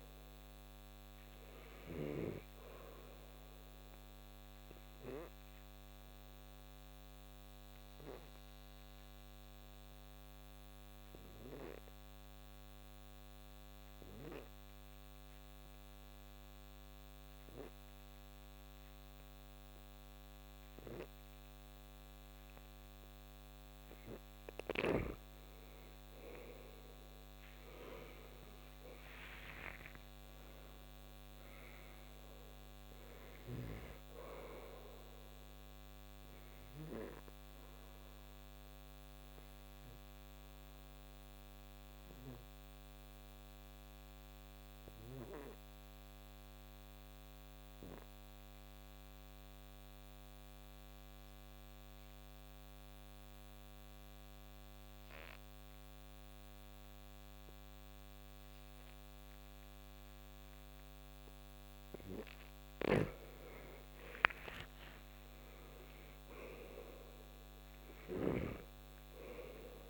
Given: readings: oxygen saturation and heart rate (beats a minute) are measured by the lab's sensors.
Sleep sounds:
breathing in sleep by a microphone on the trachea; 2
0.00-2.50 s: snoring (device-marked)
0.00-14.00 s: oxygen desaturation (device-marked, oxygen 89% lowest, heart rate 62 extreme)
4.50-24.00 s: obstructive apnea (oxygen 98% before, 85% lowest, heart rate 65 before, 59 extreme, up 11 after)
21.00-49.00 s: oxygen desaturation (device-marked, oxygen 96% before, 85% lowest, heart rate 64 before, 59 extreme)
26.50-30.00 s: arousal
37.50-62.00 s: obstructive apnea (oxygen 96% before, 82% lowest, heart rate 69 before, 59 extreme, up 43 after)
60.00-69.90 s: oxygen desaturation (device-marked, oxygen 98% before, 85% lowest, heart rate 64 before, 61 extreme)
63.00-68.50 s: arousal
68.00-69.90 s: snoring (device-marked)
From the record:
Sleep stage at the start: N2 (light sleep); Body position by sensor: on the back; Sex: male

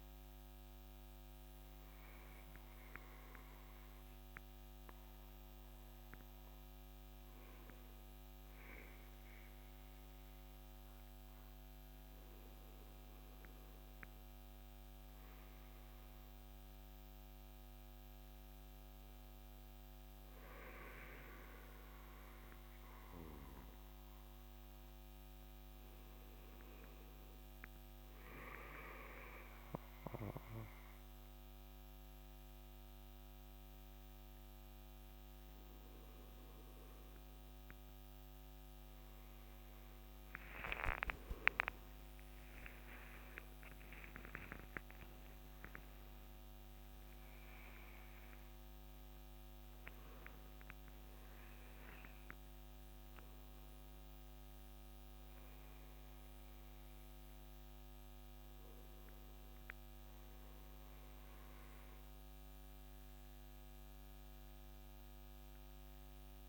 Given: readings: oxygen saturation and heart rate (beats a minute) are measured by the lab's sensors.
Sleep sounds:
breathing in sleep by a microphone on the trachea; none
44.50-50.50 s: arousal
From the record:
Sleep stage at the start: N2 (light sleep); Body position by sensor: on the right side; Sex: male

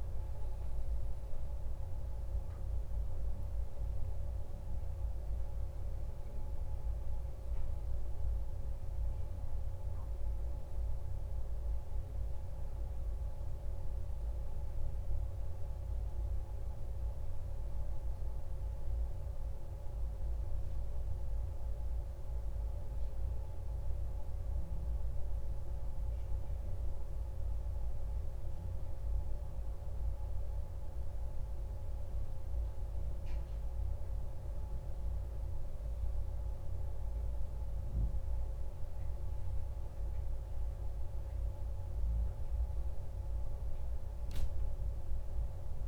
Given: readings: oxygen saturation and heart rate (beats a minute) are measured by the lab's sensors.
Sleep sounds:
breathing in sleep, hard to hear, by a room microphone; none
42.00-45.88 s: oxygen desaturation (device-marked, oxygen 95% before, 92% lowest, heart rate 57 before, 54 extreme)
From the record:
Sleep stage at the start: N2 (light sleep); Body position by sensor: on the back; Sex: male

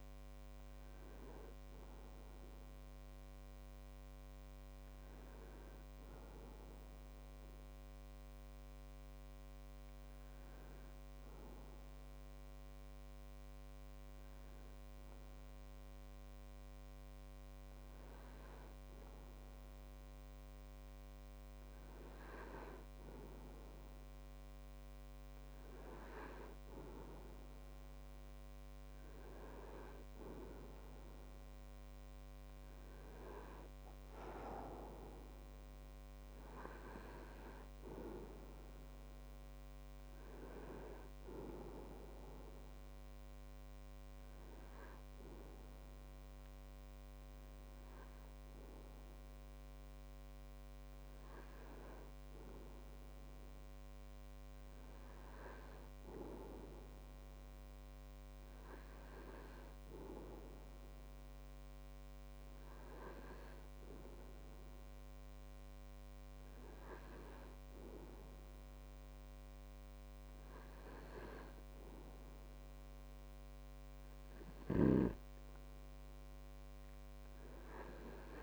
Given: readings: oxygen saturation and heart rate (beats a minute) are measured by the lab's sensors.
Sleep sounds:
breathing in sleep by a microphone on the trachea; none
59.50-78.43 s: new sleep stage, N2 (light sleep)
From the record:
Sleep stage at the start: N1 (lightest sleep); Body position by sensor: on the right side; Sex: male

